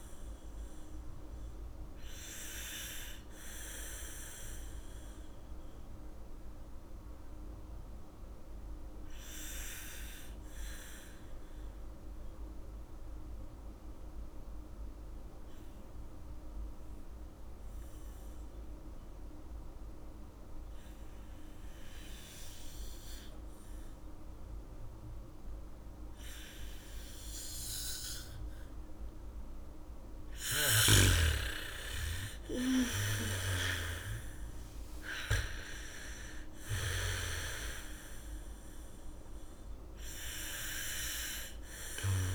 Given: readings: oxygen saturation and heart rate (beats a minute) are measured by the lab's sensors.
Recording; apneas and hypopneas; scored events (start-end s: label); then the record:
breathing in sleep by a room microphone; 1
0.00-12.00 s: oxygen desaturation (device-marked, oxygen 81% lowest, heart rate 45 extreme)
3.50-30.00 s: obstructive apnea (oxygen 98% before, 81% lowest, heart rate 65 before, 66 extreme, up 6 after)
26.00-42.35 s: oxygen desaturation (device-marked, oxygen 99% before, 85% lowest, heart rate 81 before, 66 extreme)
32.50-37.00 s: arousal
From the record:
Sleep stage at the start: N2 (light sleep); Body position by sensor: on the back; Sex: female